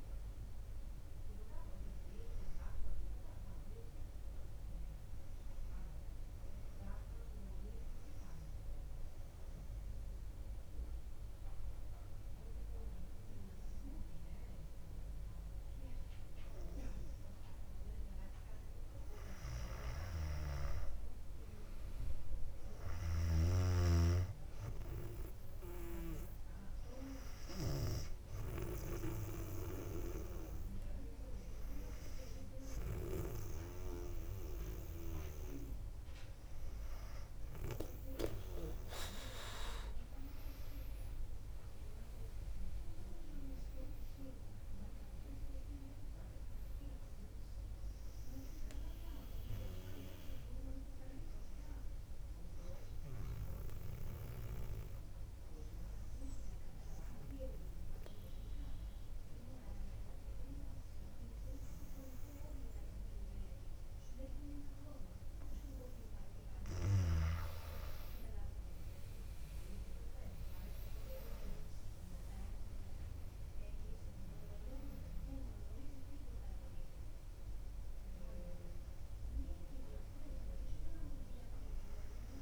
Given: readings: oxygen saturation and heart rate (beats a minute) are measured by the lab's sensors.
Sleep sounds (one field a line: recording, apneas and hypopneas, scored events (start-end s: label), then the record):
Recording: breathing in sleep by a room microphone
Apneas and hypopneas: 3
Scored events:
0.00-4.50 s: oxygen desaturation (device-marked, oxygen 95% lowest, heart rate 58 extreme)
9.00-19.00 s: obstructive apnea (oxygen 99% before, 96% lowest, heart rate 66 before, 58 extreme, up 2 after)
20.50-23.00 s: arousal
26.50-36.50 s: obstructive apnea (oxygen 99% before, 96% lowest, heart rate 60 before, 58 extreme, up 3 after)
27.50-40.50 s: oxygen desaturation (device-marked, oxygen 99% before, 96% lowest, heart rate 60 before, 58 extreme)
40.00-45.00 s: arousal
53.50-66.00 s: obstructive apnea (oxygen 99% before, 96% lowest, heart rate 62 before, 57 extreme, up 6 after)
70.00-76.00 s: arousal
From the record:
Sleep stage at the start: N2 (light sleep)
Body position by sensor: on the back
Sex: female